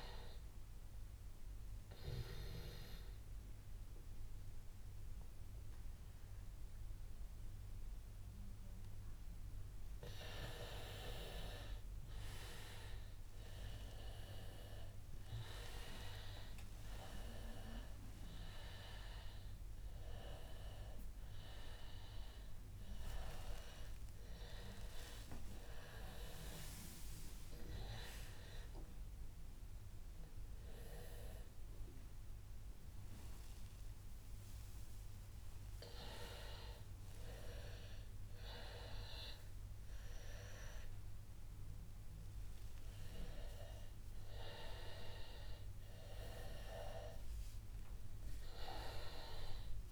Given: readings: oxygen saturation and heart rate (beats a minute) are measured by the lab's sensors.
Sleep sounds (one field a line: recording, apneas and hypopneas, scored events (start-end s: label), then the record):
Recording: a person awake in a sleep study, by a room microphone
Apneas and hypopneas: 1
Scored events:
0.00-12.50 s: oxygen desaturation (device-marked, oxygen 90% lowest, heart rate 88 extreme)
0.50-11.00 s: obstructive apnea (oxygen 97% before, 90% lowest, heart rate 93 before, 88 extreme, up 8 after)
23.50-49.91 s: new sleep stage, awake
From the record:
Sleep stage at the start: N2 (light sleep)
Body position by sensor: on the back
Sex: male